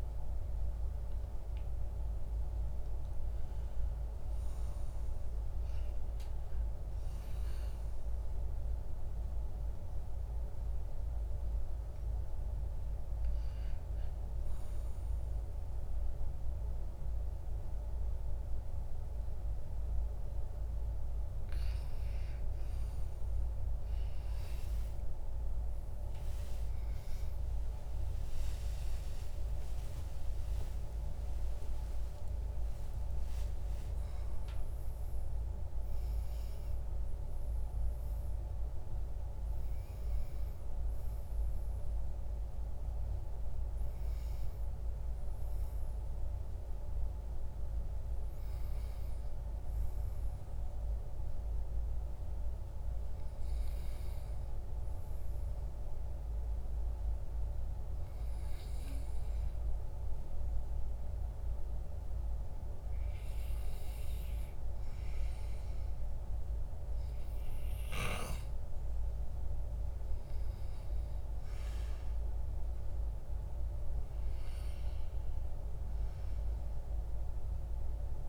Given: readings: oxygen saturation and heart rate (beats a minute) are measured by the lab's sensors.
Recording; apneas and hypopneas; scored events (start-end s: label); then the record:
breathing in sleep, hard to hear, by a room microphone; 1
8.50-20.00 s: obstructive apnea (oxygen 98% before, 96% lowest, heart rate 71 before, 69 extreme, up 19 after)
23.50-30.50 s: arousal
From the record:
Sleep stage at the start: REM sleep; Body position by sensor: on the back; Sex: male